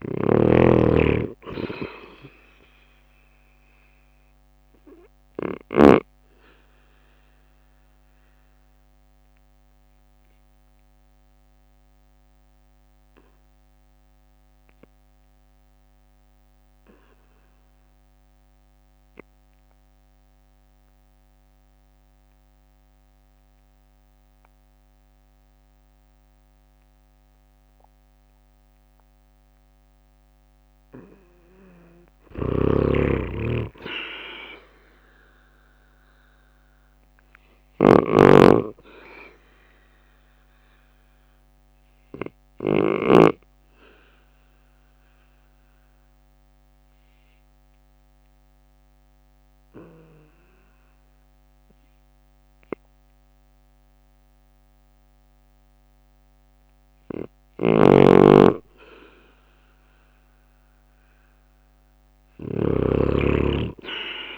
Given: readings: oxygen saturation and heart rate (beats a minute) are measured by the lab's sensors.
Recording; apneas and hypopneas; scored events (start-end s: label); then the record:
breathing in sleep by a microphone on the trachea; 2
0.00-14.00 s: drop in pulse transit time (device-marked, heart rate 54 before, 52 extreme)
3.00-17.00 s: oxygen desaturation (device-marked, oxygen 98% before, 94% lowest, heart rate 54 before, 52 extreme)
8.00-29.50 s: obstructive apnea (oxygen 98% before, 88% lowest, heart rate 55 before, 50 extreme, up 6 after)
32.00-35.50 s: arousal
32.00-37.50 s: snoring (device-marked)
36.00-50.00 s: drop in pulse transit time (device-marked, heart rate 53 before, 52 extreme)
41.00-56.50 s: obstructive apnea (oxygen 98% before, 88% lowest, heart rate 54 before, 50 extreme, up 7 after)
53.00-64.38 s: oxygen desaturation (device-marked, oxygen 95% before, 88% lowest, heart rate 54 before, 50 extreme)
57.00-63.00 s: snoring (device-marked)
59.00-62.50 s: arousal
63.00-64.38 s: drop in pulse transit time (device-marked, heart rate 53 before, 52 extreme)
From the record:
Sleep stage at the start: N2 (light sleep); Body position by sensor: on the right side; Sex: male